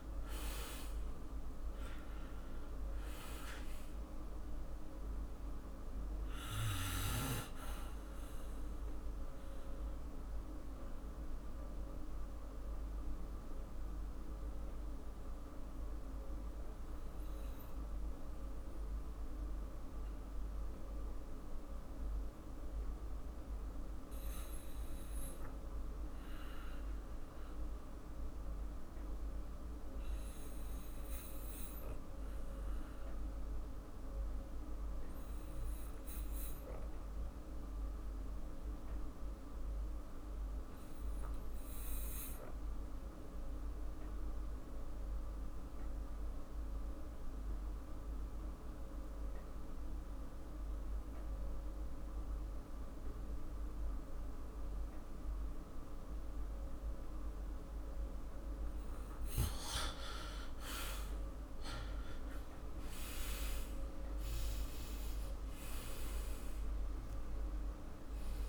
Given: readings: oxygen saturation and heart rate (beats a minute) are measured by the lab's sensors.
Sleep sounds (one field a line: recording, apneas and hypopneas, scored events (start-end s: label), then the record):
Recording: breathing in sleep, hard to hear, by a room microphone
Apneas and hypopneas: 1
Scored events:
0.00-1.50 s: arousal
9.00-57.00 s: mixed apnea (oxygen 99% before, 84% lowest, heart rate 59 before, 46 extreme, up 14 after)
22.00-37.00 s: oxygen desaturation (device-marked, oxygen 98% before, 90% lowest, heart rate 55 before, 46 extreme)
59.00-64.00 s: arousal
62.00-68.49 s: oxygen desaturation (device-marked, oxygen 98% before, 94% lowest, heart rate 51 before, 46 extreme)
From the record:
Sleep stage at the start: N2 (light sleep)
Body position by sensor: on the back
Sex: male